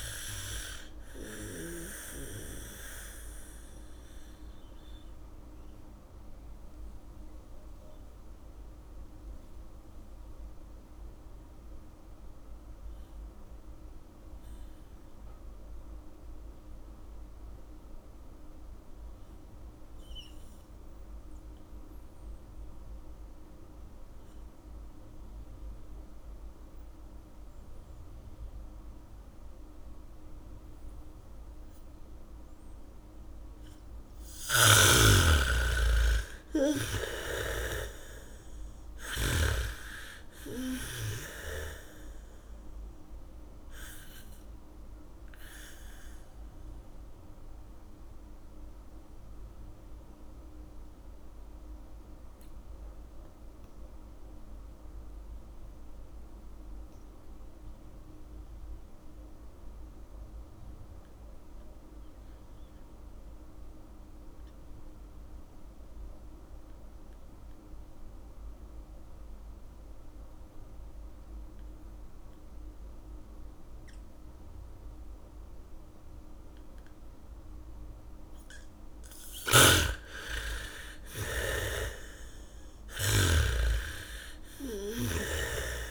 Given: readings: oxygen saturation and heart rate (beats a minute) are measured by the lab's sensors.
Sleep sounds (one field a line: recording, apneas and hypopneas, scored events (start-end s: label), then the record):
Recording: breathing in sleep by a room microphone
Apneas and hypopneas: 2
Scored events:
0.00-2.00 s: snoring (device-marked)
0.00-18.50 s: oxygen desaturation (device-marked, oxygen 82% lowest, heart rate 37 extreme)
4.50-33.00 s: mixed apnea (oxygen 99% before, 79% lowest, heart rate 63 before, 37 extreme)
29.50-64.50 s: oxygen desaturation (device-marked, oxygen 99% before, 79% lowest, heart rate 74 before, 37 extreme)
30.50-40.50 s: bradycardia (device-marked, heart rate 69 before, 37 extreme)
35.00-39.00 s: arousal
35.00-40.00 s: snoring (device-marked)
44.00-79.00 s: mixed apnea (oxygen 99% before, 79% lowest, heart rate 60 before, 53 extreme, up 13 after)
68.50-72.50 s: bradycardia (device-marked, heart rate 69 before, 59 extreme)
74.50-77.50 s: bradycardia (device-marked, heart rate 69 before, 59 extreme)
78.50-81.50 s: bradycardia (device-marked, heart rate 69 before, 58 extreme)
79.50-84.00 s: snoring (device-marked)
79.50-85.91 s: oxygen desaturation (device-marked, oxygen 98% before, 80% lowest, heart rate 66 before, 44 extreme)
80.50-84.50 s: arousal
From the record:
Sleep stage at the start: N2 (light sleep)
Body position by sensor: on the back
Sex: female